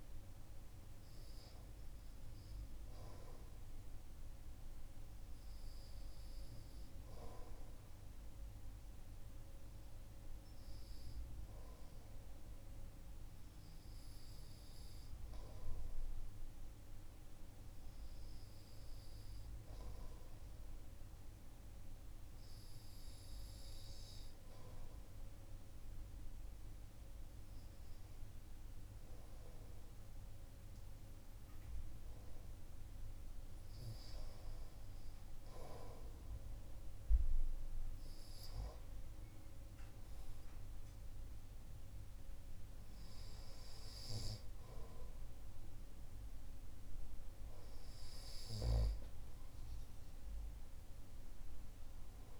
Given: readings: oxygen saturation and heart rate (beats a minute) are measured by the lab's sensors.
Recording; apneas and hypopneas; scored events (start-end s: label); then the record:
breathing in sleep by a room microphone; none
none scored
From the record:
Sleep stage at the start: REM sleep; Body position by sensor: on the right side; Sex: male